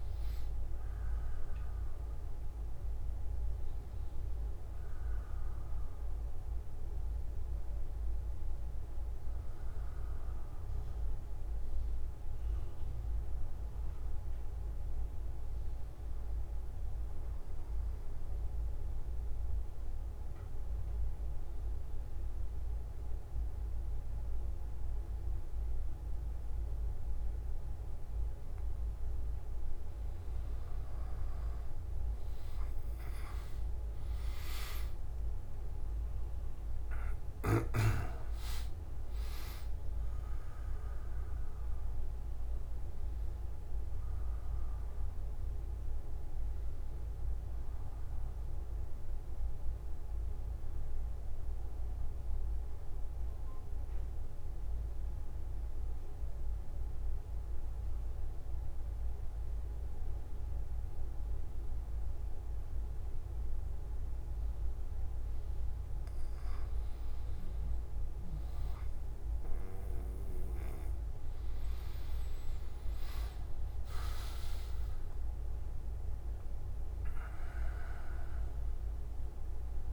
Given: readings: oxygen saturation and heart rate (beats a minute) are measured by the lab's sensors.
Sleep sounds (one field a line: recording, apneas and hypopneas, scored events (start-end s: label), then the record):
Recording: breathing in sleep, hard to hear, by a room microphone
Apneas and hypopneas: 2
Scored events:
1.50-9.50 s: oxygen desaturation (device-marked, oxygen 98% before, 94% lowest)
18.00-29.50 s: obstructive apnea (oxygen 98% before, 94% lowest)
40.50-59.50 s: oxygen desaturation (device-marked, oxygen 99% before, 94% lowest)
53.00-66.00 s: obstructive apnea (oxygen 99% before, 94% lowest)
76.50-79.93 s: oxygen desaturation (device-marked, oxygen 99% before, 95% lowest)
From the record:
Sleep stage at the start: N1 (lightest sleep)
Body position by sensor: on the back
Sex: male